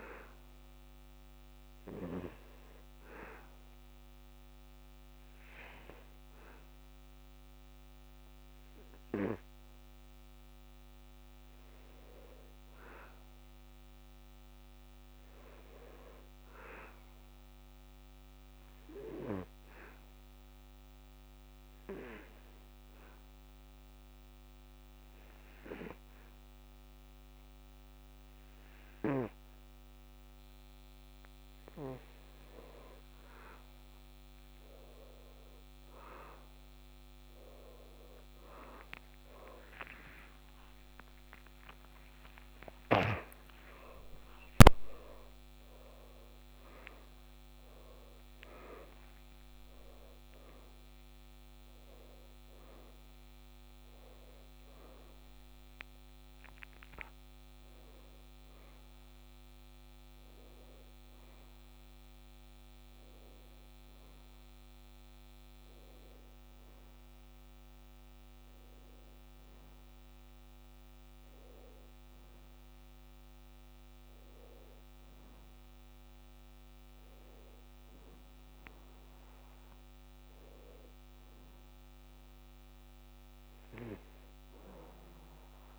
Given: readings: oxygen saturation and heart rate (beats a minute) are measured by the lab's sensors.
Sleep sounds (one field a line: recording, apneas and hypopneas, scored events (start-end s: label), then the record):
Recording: breathing in sleep by a microphone on the trachea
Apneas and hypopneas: 2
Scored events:
0.50-10.50 s: hypopnea (oxygen 93% before, 88% lowest, heart rate 71 before, 71 extreme, up 2 after)
12.00-16.50 s: arousal
18.00-37.00 s: oxygen desaturation (device-marked, oxygen 94% before, 90% lowest, heart rate 72 before, 72 extreme)
21.00-34.00 s: obstructive apnea (oxygen 94% before, 88% lowest, heart rate 73 before, 72 extreme, up 4 after)
38.00-43.00 s: arousal
58.00-64.00 s: oxygen desaturation (device-marked, oxygen 92% before, 88% lowest, heart rate 83 before, 69 extreme)
From the record:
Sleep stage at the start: N2 (light sleep)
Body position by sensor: on the back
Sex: male